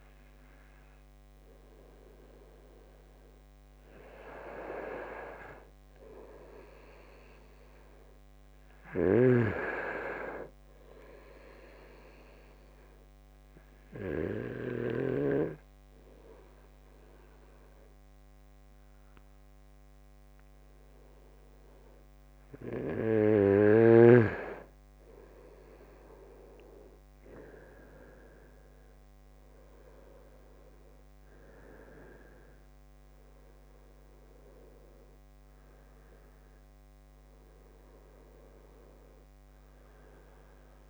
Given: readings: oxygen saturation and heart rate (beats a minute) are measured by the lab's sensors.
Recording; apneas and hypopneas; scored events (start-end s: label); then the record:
breathing in sleep by a microphone on the trachea; 1
7.00-9.50 s: arousal
9.50-27.50 s: oxygen desaturation (device-marked, oxygen 96% before, 93% lowest, heart rate 72 before, 70 extreme)
11.50-24.00 s: obstructive apnea (oxygen 99% before, 92% lowest, heart rate 72 before, 70 extreme, up 4 after)
26.50-30.00 s: arousal
29.50-40.90 s: oxygen desaturation (device-marked, oxygen 96% before, 92% lowest, heart rate 72 before, 70 extreme)
From the record:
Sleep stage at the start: N2 (light sleep); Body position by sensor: on the right side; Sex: male